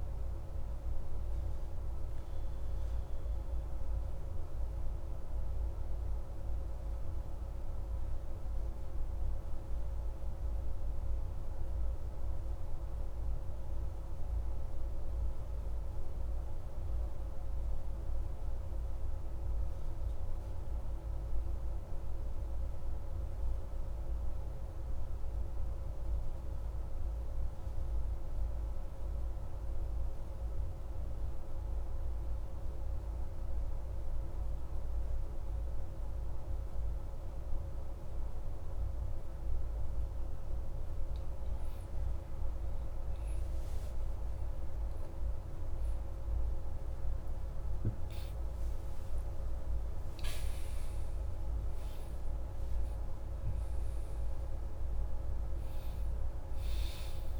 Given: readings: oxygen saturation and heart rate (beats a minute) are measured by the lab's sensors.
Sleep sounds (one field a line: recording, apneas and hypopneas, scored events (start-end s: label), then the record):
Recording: breathing in sleep, hard to hear, by a room microphone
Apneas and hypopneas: 1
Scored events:
3.00-40.50 s: obstructive apnea (oxygen 96% before, 92% lowest)
3.50-57.40 s: new sleep stage, N2 (light sleep)
37.50-57.40 s: oxygen desaturation (device-marked, oxygen 97% before, 92% lowest)
43.00-49.00 s: arousal
From the record:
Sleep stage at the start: N1 (lightest sleep)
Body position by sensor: on the back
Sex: male